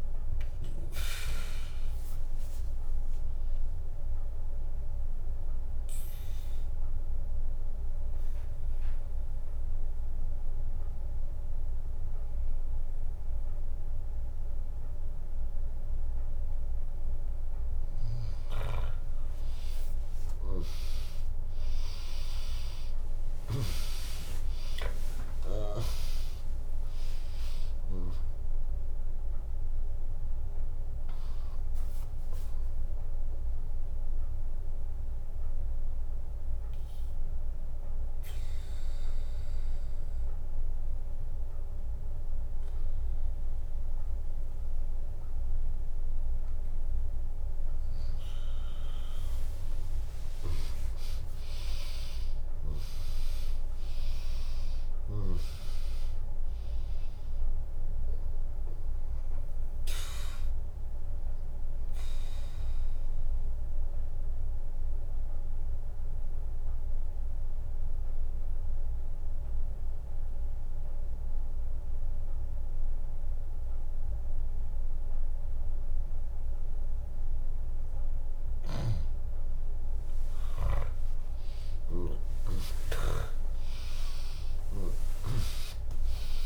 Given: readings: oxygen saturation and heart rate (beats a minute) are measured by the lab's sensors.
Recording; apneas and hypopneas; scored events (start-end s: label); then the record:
a person partly awake in a sleep study, by a room microphone; 3
0.00-2.50 s: oxygen desaturation (device-marked, oxygen 96% lowest, heart rate 67 extreme)
0.00-5.50 s: drop in pulse transit time (device-marked, heart rate 71 extreme)
4.50-86.46 s: new sleep stage, N2 (light sleep)
5.50-17.50 s: obstructive apnea (oxygen 100% before, 97% lowest, heart rate 99 before, 67 extreme, up 11 after)
21.00-23.00 s: long interval between heartbeats (device-marked, heart rate 85 before, 81 extreme)
21.00-27.50 s: arousal
25.50-39.50 s: drop in pulse transit time (device-marked, heart rate 83 before, 83 extreme)
26.00-28.00 s: long interval between heartbeats (device-marked, heart rate 83 before, 98 extreme)
26.50-29.50 s: tachycardia (device-marked, heart rate 78 before, 100 extreme)
32.00-47.50 s: mixed apnea (oxygen 100% before, 95% lowest, heart rate 87 before, 60 extreme, up 3 after)
50.00-54.50 s: arousal
61.50-74.50 s: drop in pulse transit time (device-marked, heart rate 67 before, 75 extreme)
61.50-78.50 s: obstructive apnea (oxygen 100% before, 95% lowest, heart rate 67 before, 60 extreme)
81.50-86.00 s: arousal
82.50-86.46 s: snoring (device-marked)
From the record:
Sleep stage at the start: awake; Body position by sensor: on the back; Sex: female